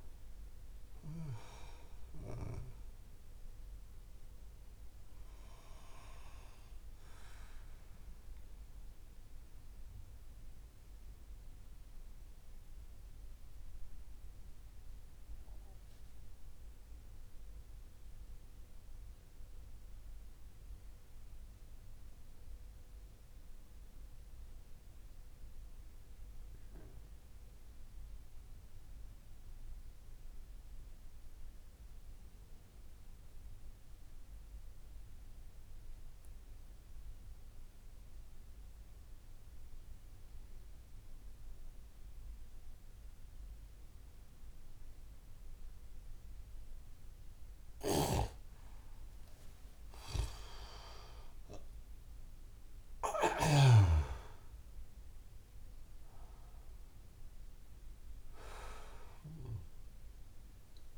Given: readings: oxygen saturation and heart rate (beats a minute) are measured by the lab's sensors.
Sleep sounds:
breathing in sleep by a room microphone; 1
0.00-7.00 s: oxygen desaturation (device-marked, oxygen 89% lowest)
6.00-47.00 s: mixed apnea (oxygen 96% before, 89% lowest)
39.00-60.98 s: oxygen desaturation (device-marked, oxygen 98% before, 89% lowest)
47.50-53.00 s: snoring (device-marked)
52.50-57.50 s: arousal
From the record:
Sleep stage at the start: N2 (light sleep); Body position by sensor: on the back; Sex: male

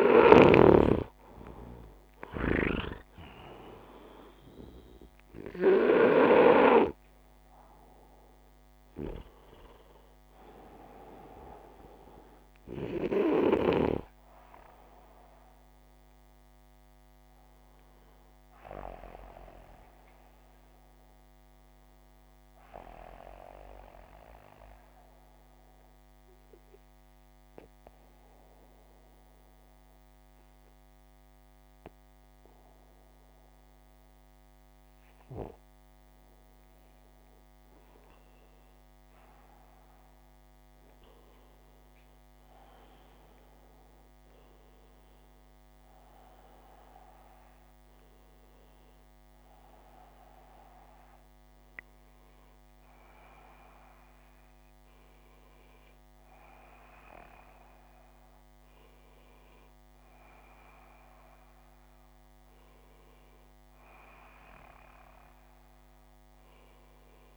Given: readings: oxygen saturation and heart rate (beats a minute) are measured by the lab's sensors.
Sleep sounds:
breathing in sleep by a microphone on the trachea; 1
0.00-2.00 s: arousal
27.00-37.00 s: obstructive apnea (heart rate 63 before, 60 extreme, up 4 after)
39.00-67.37 s: new sleep stage, N1 (lightest sleep)
39.50-43.00 s: arousal
From the record:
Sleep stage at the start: N2 (light sleep); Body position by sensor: upright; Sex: male

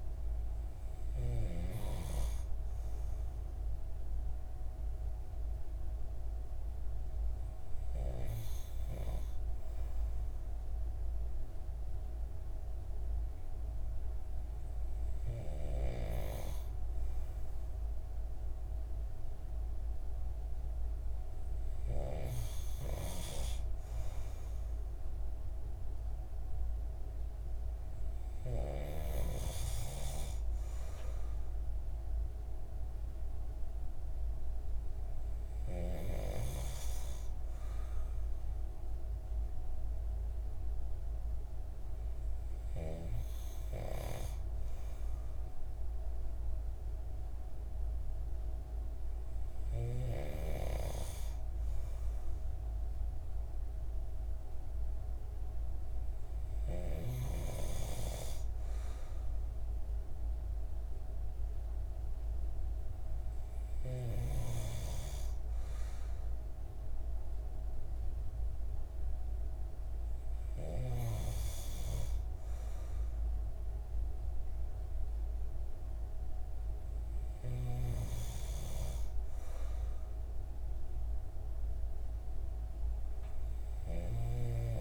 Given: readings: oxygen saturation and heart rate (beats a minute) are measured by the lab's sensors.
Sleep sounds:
breathing in sleep by a room microphone; none
none scored
From the record:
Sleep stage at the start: N2 (light sleep); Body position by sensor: on the right side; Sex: male

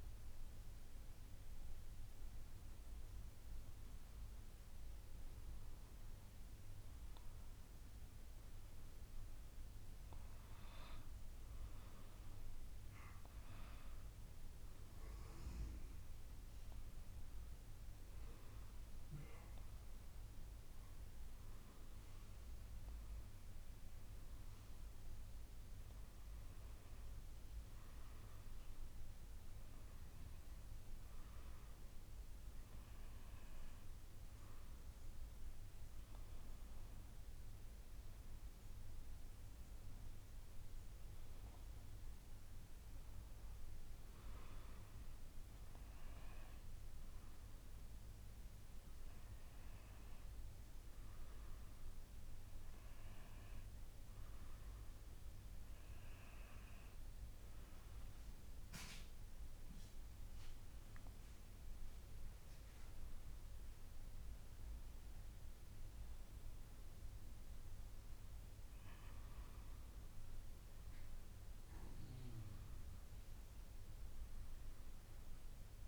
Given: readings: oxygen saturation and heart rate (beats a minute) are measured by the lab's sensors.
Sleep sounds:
breathing in sleep, hard to hear, by a room microphone; none
none scored
From the record:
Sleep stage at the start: N2 (light sleep); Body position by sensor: on the back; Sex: female

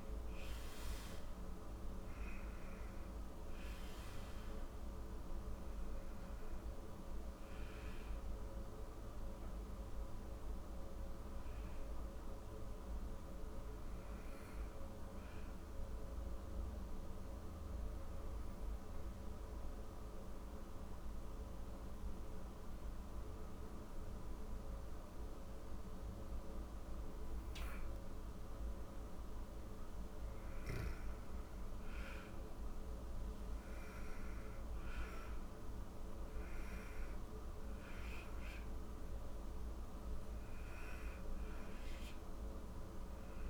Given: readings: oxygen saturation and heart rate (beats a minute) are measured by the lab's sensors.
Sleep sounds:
breathing in sleep, hard to hear, by a room microphone; 1
0.00-1.50 s: arousal
0.00-20.00 s: oxygen desaturation (device-marked, oxygen 90% lowest, heart rate 34 extreme)
5.50-26.50 s: obstructive apnea (oxygen 96% before, 90% lowest, heart rate 44 before, 34 extreme, up 7 after)
29.00-34.00 s: arousal
36.00-43.50 s: oxygen desaturation (device-marked, oxygen 97% before, 93% lowest, heart rate 43 before, 34 extreme)
From the record:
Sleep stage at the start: N2 (light sleep); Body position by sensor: on the back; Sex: female

